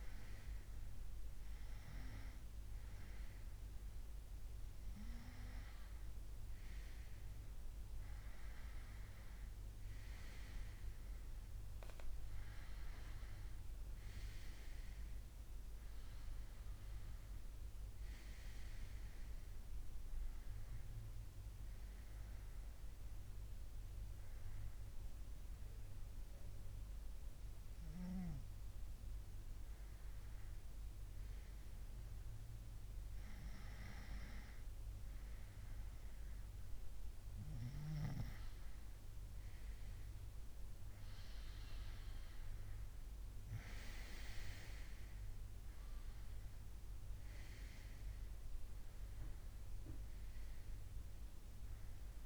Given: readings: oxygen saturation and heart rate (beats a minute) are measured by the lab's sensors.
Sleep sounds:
breathing in sleep by a room microphone; none
none scored
From the record:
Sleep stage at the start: N2 (light sleep); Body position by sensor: on the right side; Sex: male

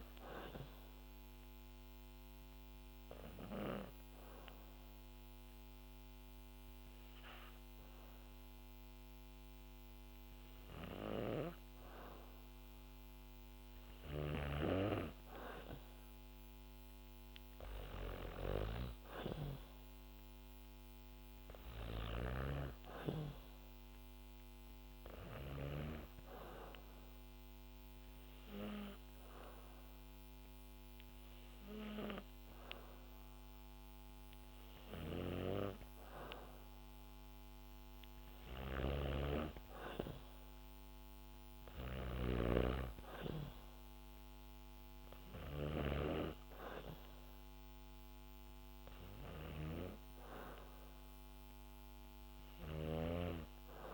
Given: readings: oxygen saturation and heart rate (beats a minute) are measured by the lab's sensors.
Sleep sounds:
breathing in sleep by a microphone on the trachea; 2
1.00-8.00 s: bradycardia (device-marked, heart rate 66 before, 57 extreme)
2.00-13.00 s: hypopnea (oxygen 97% before, 94% lowest, heart rate 61 before, 58 extreme, up 6 after)
15.50-19.00 s: arousal
21.00-25.00 s: snoring (device-marked)
25.00-35.00 s: hypopnea (oxygen 97% before, 94% lowest, heart rate 61 before, 63 extreme, up 2 after)
34.00-53.94 s: snoring (device-marked)
43.00-47.50 s: arousal
From the record:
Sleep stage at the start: N2 (light sleep); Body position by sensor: on the back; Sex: female

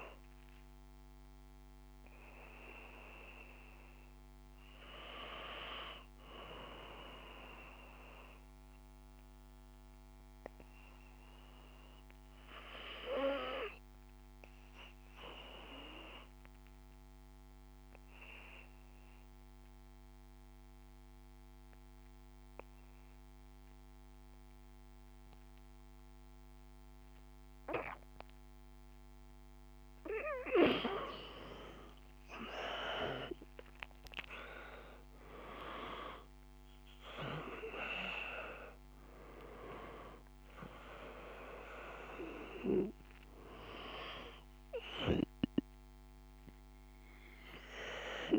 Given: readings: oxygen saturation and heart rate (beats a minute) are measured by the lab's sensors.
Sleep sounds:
breathing in sleep by a microphone on the trachea; 1
6.50-27.50 s: obstructive apnea (oxygen 98% before, 89% lowest, heart rate 54 before, 51 extreme, up 5 after)
28.00-48.39 s: oxygen desaturation (device-marked, oxygen 98% before, 89% lowest, heart rate 54 before, 51 extreme)
32.00-36.50 s: arousal
From the record:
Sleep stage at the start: N2 (light sleep); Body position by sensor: on the back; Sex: male

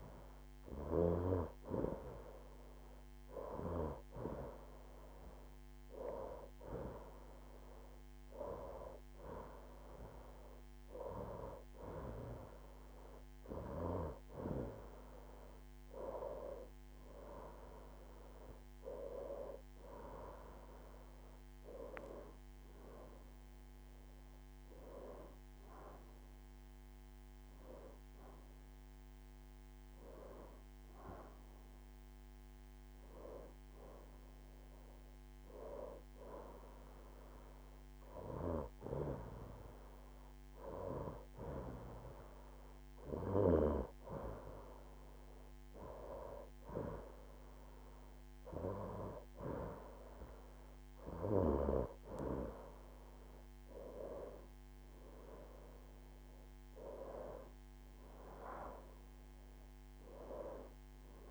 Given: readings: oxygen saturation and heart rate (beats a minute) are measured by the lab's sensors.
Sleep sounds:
breathing in sleep by a microphone on the trachea; none
none scored
From the record:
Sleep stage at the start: N2 (light sleep); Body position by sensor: on the right side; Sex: female

